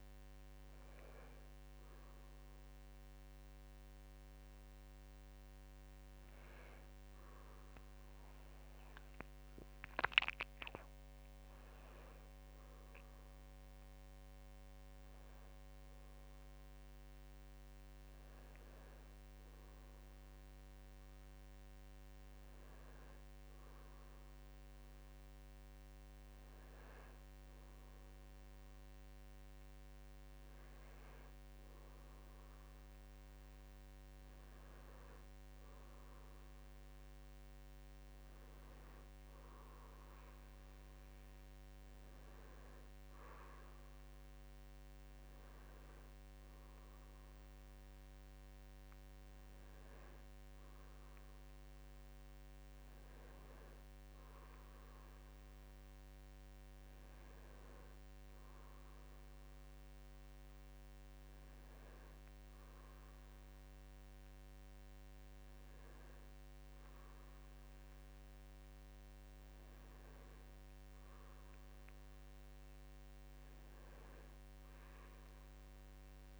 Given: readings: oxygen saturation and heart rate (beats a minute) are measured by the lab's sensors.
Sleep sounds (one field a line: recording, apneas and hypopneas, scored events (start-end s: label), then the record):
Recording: breathing in sleep, hard to hear, by a microphone on the trachea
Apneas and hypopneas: none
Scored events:
8.50-21.50 s: drop in pulse transit time (device-marked, heart rate 59 before, 63 extreme)
From the record:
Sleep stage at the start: N2 (light sleep)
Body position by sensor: on the back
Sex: male